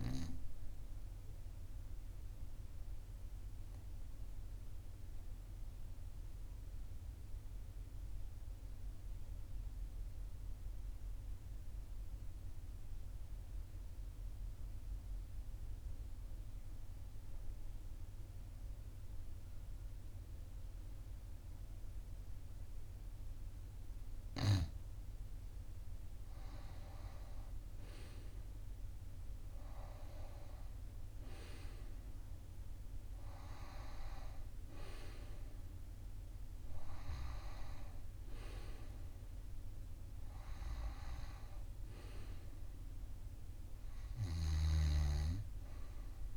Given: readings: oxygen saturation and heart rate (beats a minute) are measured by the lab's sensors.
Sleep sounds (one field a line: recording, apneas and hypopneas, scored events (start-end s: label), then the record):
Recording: breathing in sleep by a room microphone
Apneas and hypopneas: 1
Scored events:
4.00-24.50 s: obstructive apnea (oxygen 99% before, 90% lowest, heart rate 43 before, 42 extreme, up 2 after)
26.00-30.00 s: arousal
28.00-46.37 s: oxygen desaturation (device-marked, oxygen 97% before, 90% lowest, heart rate 43 before, 42 extreme)
From the record:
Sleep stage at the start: N2 (light sleep)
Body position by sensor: on the right side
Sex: male